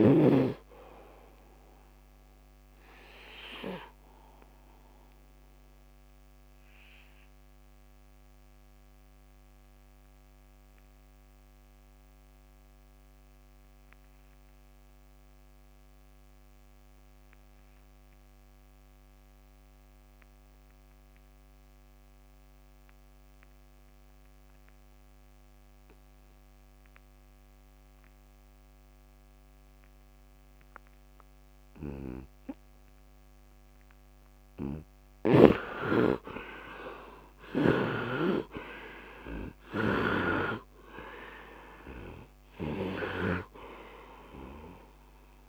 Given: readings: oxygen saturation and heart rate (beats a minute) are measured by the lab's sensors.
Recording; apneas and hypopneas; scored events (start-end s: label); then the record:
breathing in sleep by a microphone on the trachea; 1
0.00-15.00 s: oxygen desaturation (device-marked, oxygen 74% lowest, heart rate 72 extreme)
2.00-33.50 s: obstructive apnea (oxygen 91% before, 70% lowest, heart rate 107 before, 72 extreme, up 38 after)
20.00-45.49 s: oxygen desaturation (device-marked, oxygen 100% before, 70% lowest, heart rate 76 before, 71 extreme)
35.00-40.00 s: arousal
39.50-45.49 s: snoring (device-marked)
From the record:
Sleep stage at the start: N2 (light sleep); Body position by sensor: on the right side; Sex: male